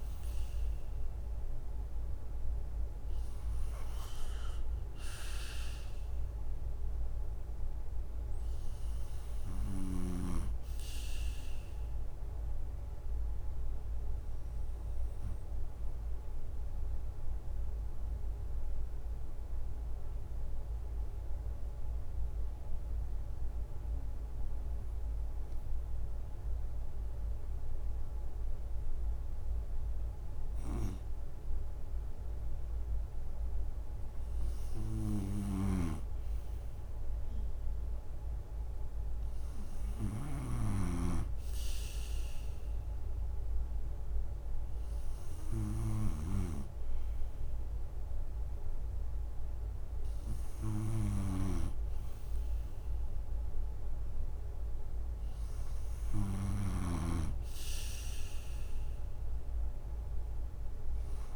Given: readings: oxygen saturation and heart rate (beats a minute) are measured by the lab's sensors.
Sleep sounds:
breathing in sleep by a room microphone; 1
0.00-2.00 s: arousal
17.50-35.50 s: mixed apnea (oxygen 93% before, 83% lowest, heart rate 69 before, 65 extreme, up 6 after)
35.50-56.50 s: snoring (device-marked)
40.00-44.00 s: arousal
50.50-61.36 s: oxygen desaturation (device-marked, oxygen 94% before, 83% lowest, heart rate 71 before, 65 extreme)
From the record:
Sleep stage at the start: N2 (light sleep); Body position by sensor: on the right side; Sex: male

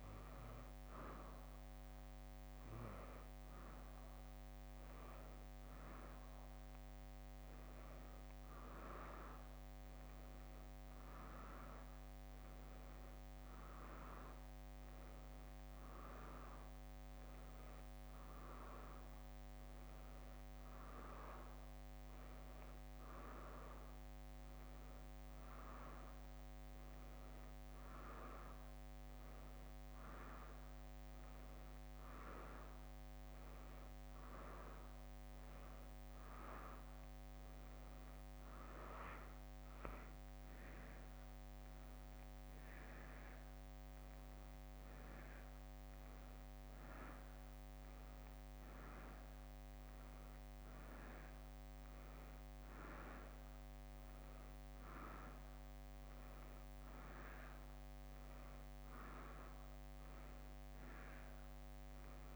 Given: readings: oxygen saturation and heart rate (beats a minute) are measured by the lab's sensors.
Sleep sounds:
breathing in sleep by a microphone on the trachea; none
59.50-62.36 s: leg movement (device-marked)
From the record:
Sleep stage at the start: N2 (light sleep); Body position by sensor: on the back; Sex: female

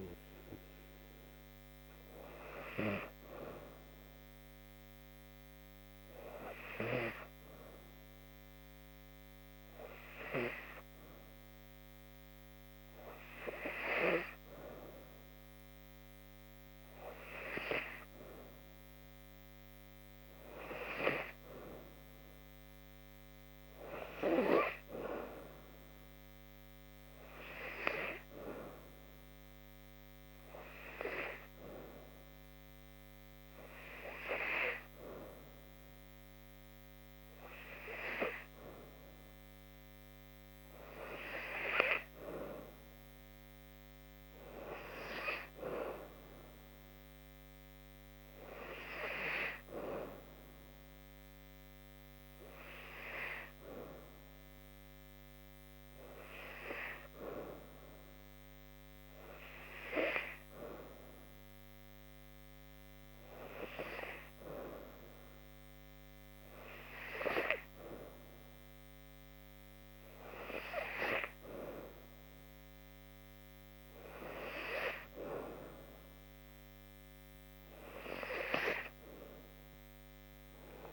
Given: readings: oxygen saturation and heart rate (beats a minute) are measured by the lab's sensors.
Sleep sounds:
breathing in sleep by a microphone on the trachea; 3
0.00-1.50 s: oxygen desaturation (device-marked, oxygen 93% lowest, heart rate 70 extreme)
3.50-18.00 s: obstructive apnea (oxygen 97% before, 91% lowest, heart rate 75 before, 71 extreme, up 4 after)
20.00-23.50 s: arousal
25.50-39.50 s: oxygen desaturation (device-marked, oxygen 97% before, 91% lowest, heart rate 72 before, 72 extreme)
29.00-42.00 s: hypopnea (oxygen 97% before, 91% lowest, heart rate 73 before, 72 extreme, up 1 after)
43.50-47.50 s: arousal
54.50-73.00 s: hypopnea (oxygen 94% before, 91% lowest, heart rate 74 before, 73 extreme, up 1 after)
From the record:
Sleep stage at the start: N2 (light sleep); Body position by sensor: on the back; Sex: female

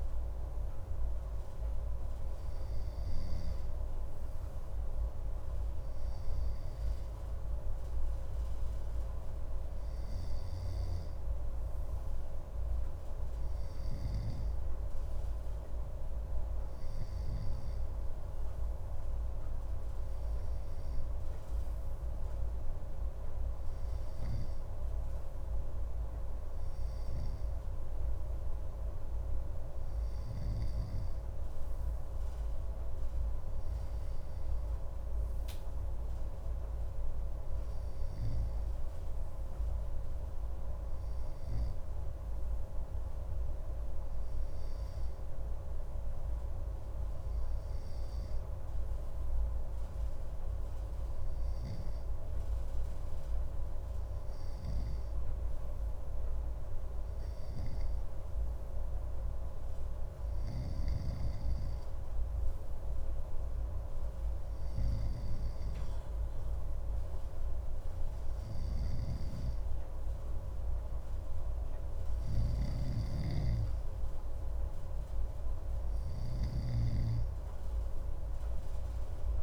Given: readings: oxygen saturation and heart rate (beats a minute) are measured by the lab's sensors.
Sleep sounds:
breathing in sleep, hard to hear, by a room microphone; none
72.50-79.43 s: snoring (device-marked)
From the record:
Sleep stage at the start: N2 (light sleep); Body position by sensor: on the left side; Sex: male

